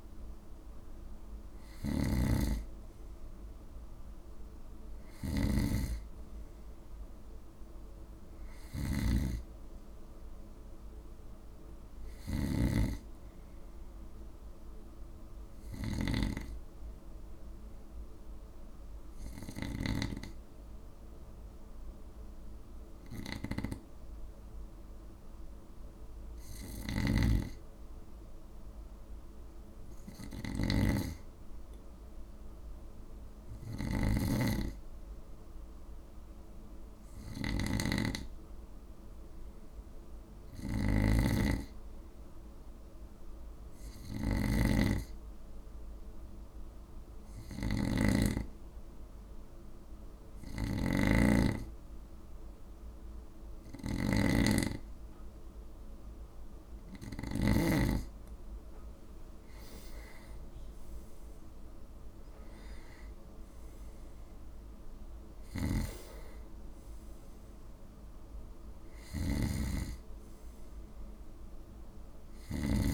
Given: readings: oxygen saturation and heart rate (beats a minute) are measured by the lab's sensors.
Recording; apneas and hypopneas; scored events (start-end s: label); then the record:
breathing in sleep by a room microphone; 2
0.00-20.00 s: snoring (device-marked)
9.00-12.50 s: arousal
16.00-26.00 s: obstructive apnea (oxygen 96% before, 93% lowest, heart rate 56 before, 54 extreme, up 3 after)
26.50-57.50 s: snoring (device-marked)
28.50-31.50 s: arousal
45.00-56.50 s: hypopnea (oxygen 97% before, 93% lowest, heart rate 55 before, 53 extreme, up 7 after)
60.00-64.00 s: arousal
65.50-72.94 s: snoring (device-marked)
From the record:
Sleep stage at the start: N2 (light sleep); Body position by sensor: on the right side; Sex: male